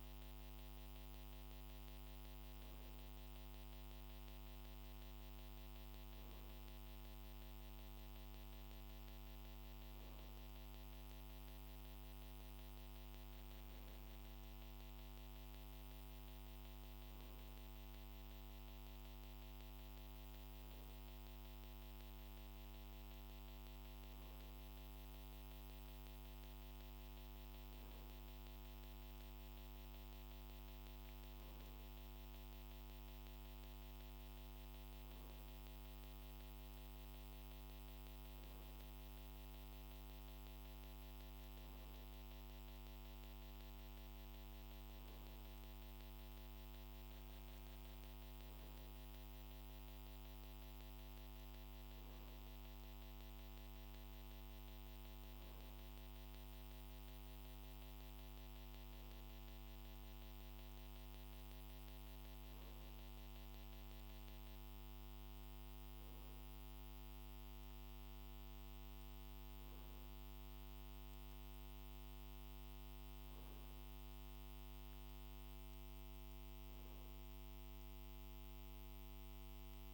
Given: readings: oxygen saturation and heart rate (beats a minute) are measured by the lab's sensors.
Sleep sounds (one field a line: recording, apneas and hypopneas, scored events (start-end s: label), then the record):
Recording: breathing in sleep, hard to hear, by a microphone on the trachea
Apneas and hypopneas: none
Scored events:
none scored
From the record:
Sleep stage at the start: N2 (light sleep)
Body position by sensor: on the right side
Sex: male